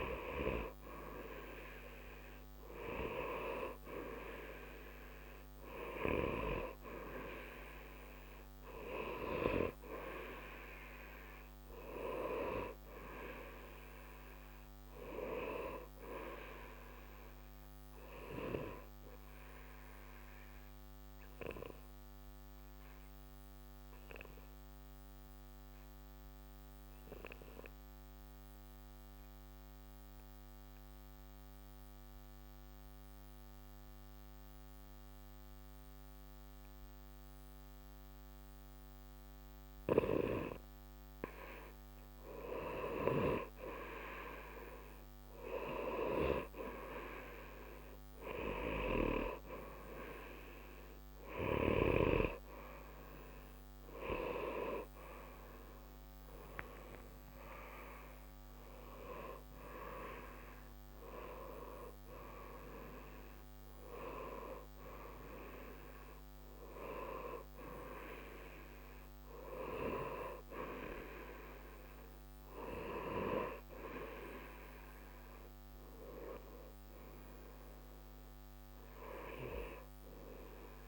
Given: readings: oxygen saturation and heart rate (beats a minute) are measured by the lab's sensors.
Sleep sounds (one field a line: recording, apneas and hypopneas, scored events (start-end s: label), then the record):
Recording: breathing in sleep by a microphone on the trachea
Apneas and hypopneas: 1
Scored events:
0.00-23.00 s: oxygen desaturation (device-marked, oxygen 90% lowest, heart rate 61 extreme)
19.50-40.50 s: obstructive apnea (oxygen 94% before, 90% lowest, heart rate 62 before, 61 extreme, up 2 after)
43.00-46.50 s: arousal
71.00-80.88 s: oxygen desaturation (device-marked, oxygen 93% before, 90% lowest, heart rate 64 before, 61 extreme)
From the record:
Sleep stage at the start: N2 (light sleep)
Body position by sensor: on the right side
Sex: male